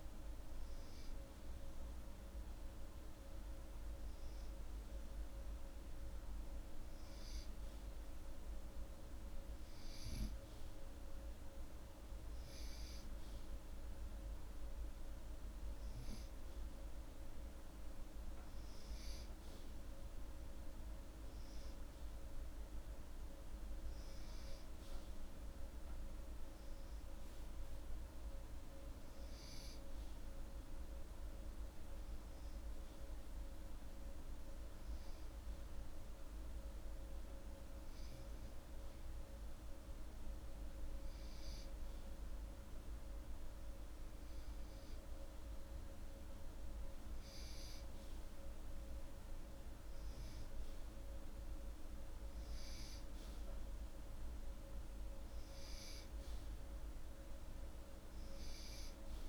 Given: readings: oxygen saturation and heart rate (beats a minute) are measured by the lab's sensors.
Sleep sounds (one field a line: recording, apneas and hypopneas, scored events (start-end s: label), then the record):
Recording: breathing in sleep, hard to hear, by a room microphone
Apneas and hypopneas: none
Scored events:
none scored
From the record:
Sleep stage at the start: N2 (light sleep)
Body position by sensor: upright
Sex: male